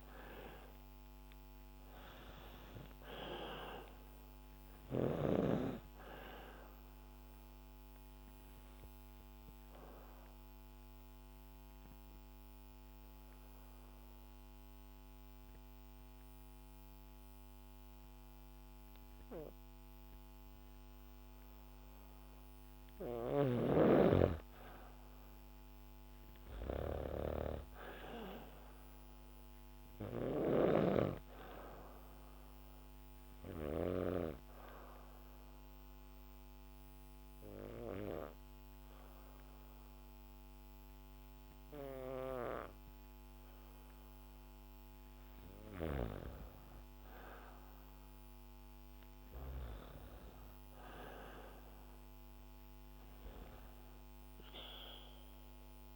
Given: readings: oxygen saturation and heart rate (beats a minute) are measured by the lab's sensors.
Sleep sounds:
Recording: breathing in sleep by a microphone on the trachea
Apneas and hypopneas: 2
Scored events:
0.00-2.00 s: arousal
0.00-4.50 s: snoring (device-marked)
8.00-22.00 s: obstructive apnea (oxygen 98% before, 94% lowest, heart rate 67 before, 65 extreme, up 6 after)
22.50-33.50 s: snoring (device-marked)
24.50-27.50 s: arousal
29.00-41.00 s: oxygen desaturation (device-marked, oxygen 99% before, 94% lowest, heart rate 67 before, 66 extreme)
34.00-45.00 s: obstructive apnea (oxygen 99% before, 93% lowest, heart rate 69 before, 66 extreme, up 8 after)
46.50-50.00 s: arousal
51.00-55.96 s: oxygen desaturation (device-marked, oxygen 98% before, 94% lowest, heart rate 69 before, 71 extreme)
From the record:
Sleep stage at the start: N2 (light sleep)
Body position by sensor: on the back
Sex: female

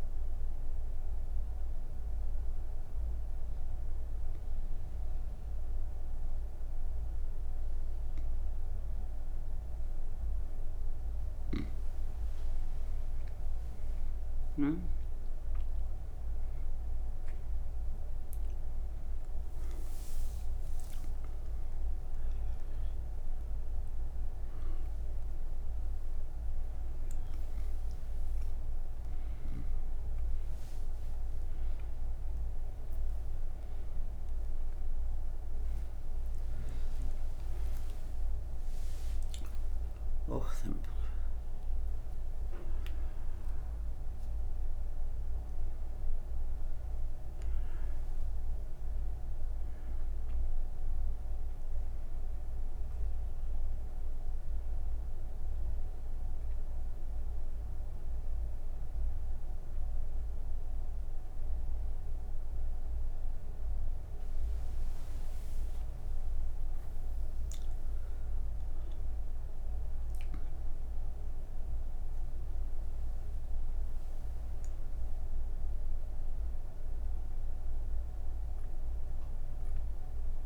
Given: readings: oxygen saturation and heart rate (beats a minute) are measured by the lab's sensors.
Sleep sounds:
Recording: breathing in sleep, hard to hear, by a room microphone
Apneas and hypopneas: none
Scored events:
none scored
From the record:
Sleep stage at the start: N3 (deep sleep)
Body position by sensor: on the right side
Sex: female

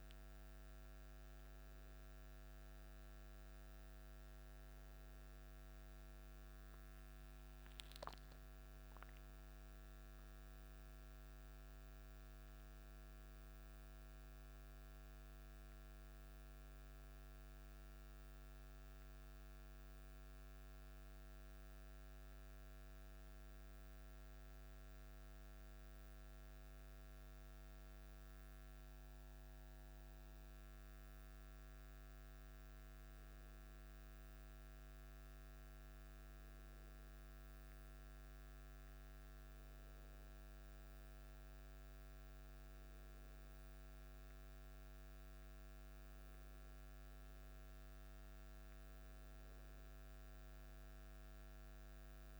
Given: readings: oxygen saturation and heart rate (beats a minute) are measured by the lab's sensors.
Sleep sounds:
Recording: breathing in sleep, hard to hear, by a microphone on the trachea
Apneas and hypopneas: none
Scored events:
7.00-10.50 s: arousal
From the record:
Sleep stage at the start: N1 (lightest sleep)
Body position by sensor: on the back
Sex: male

